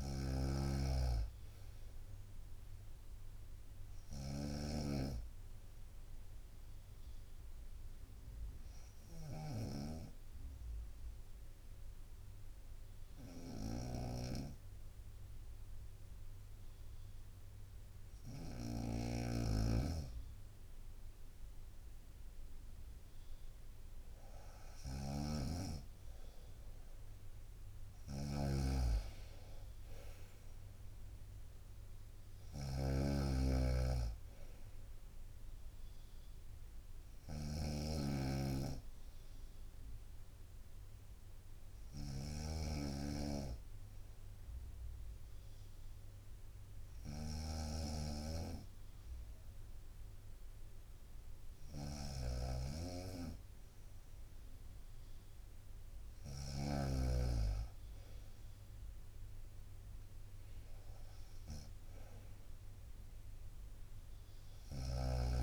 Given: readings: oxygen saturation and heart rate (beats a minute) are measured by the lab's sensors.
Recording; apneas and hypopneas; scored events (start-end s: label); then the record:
breathing in sleep by a room microphone; 2
0.00-7.50 s: drop in pulse transit time (device-marked, heart rate 56 extreme)
0.00-18.50 s: snoring (device-marked)
0.50-10.50 s: bradycardia (device-marked, heart rate 64 before, 55 extreme)
7.50-22.50 s: obstructive apnea (oxygen 97% before, 93% lowest, heart rate 65 before, 58 extreme, up 2 after)
19.50-21.50 s: bradycardia (device-marked, heart rate 64 before, 60 extreme)
24.50-56.50 s: snoring (device-marked)
29.00-34.00 s: arousal
35.50-45.50 s: bradycardia (device-marked, heart rate 64 before, 58 extreme)
37.00-54.50 s: obstructive apnea (oxygen 98% before, 94% lowest, heart rate 60 before, 57 extreme, up 4 after)
56.50-61.00 s: arousal
59.50-65.42 s: drop in pulse transit time (device-marked, heart rate 60 before, 58 extreme)
From the record:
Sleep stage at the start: N2 (light sleep); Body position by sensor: on the right side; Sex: female